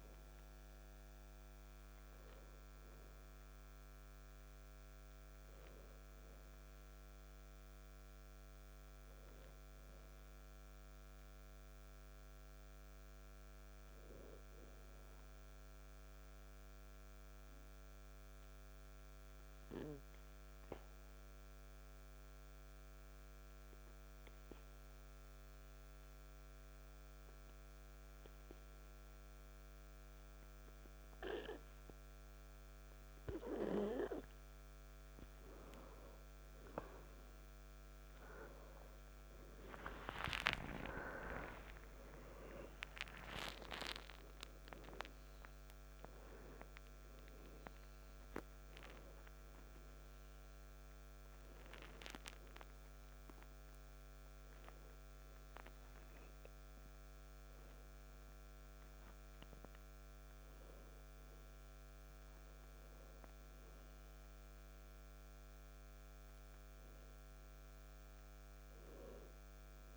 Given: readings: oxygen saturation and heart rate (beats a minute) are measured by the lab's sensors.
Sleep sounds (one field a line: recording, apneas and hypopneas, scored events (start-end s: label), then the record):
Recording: a person awake in a sleep study, by a microphone on the trachea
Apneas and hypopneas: 1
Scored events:
10.50-29.50 s: oxygen desaturation (device-marked, oxygen 95% before, 89% lowest, heart rate 71 before, 49 extreme)
16.00-33.50 s: hypopnea (oxygen 96% before, 89% lowest, heart rate 65 before, 49 extreme)
28.50-69.97 s: new sleep stage, awake
46.50-69.97 s: oxygen desaturation (device-marked, oxygen 98% before, 91% lowest, heart rate 53 before, 59 extreme)
From the record:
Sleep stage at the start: N1 (lightest sleep)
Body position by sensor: on the back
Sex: male